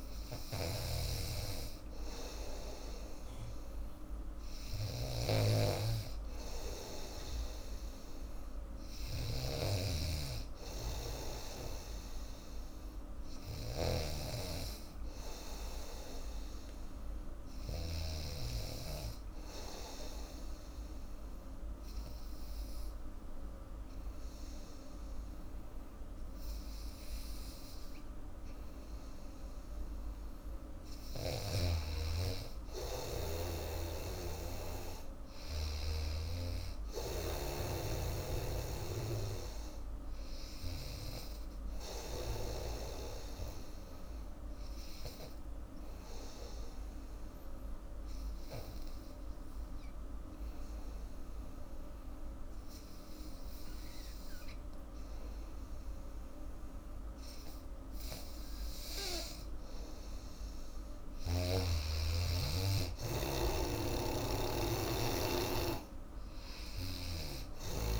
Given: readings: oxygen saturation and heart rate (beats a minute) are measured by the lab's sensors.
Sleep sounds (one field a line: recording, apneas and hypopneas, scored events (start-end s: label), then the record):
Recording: breathing in sleep by a room microphone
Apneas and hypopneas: 2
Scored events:
0.00-18.00 s: snoring (device-marked)
14.00-17.00 s: arousal
19.00-31.50 s: obstructive apnea (oxygen 98% before, 91% lowest, heart rate 83 before, 81 extreme, up 2 after)
35.00-38.00 s: arousal
35.50-48.50 s: oxygen desaturation (device-marked, oxygen 96% before, 93% lowest, heart rate 83 before, 80 extreme)
38.50-42.50 s: snoring (device-marked)
46.50-59.00 s: obstructive apnea (oxygen 97% before, 91% lowest, heart rate 82 before, 80 extreme, up 2 after)
56.50-68.00 s: oxygen desaturation (device-marked, oxygen 98% before, 91% lowest, heart rate 82 before, 79 extreme)
62.00-65.50 s: arousal
63.50-67.00 s: snoring (device-marked)
From the record:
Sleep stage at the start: N3 (deep sleep)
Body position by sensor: on the back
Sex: female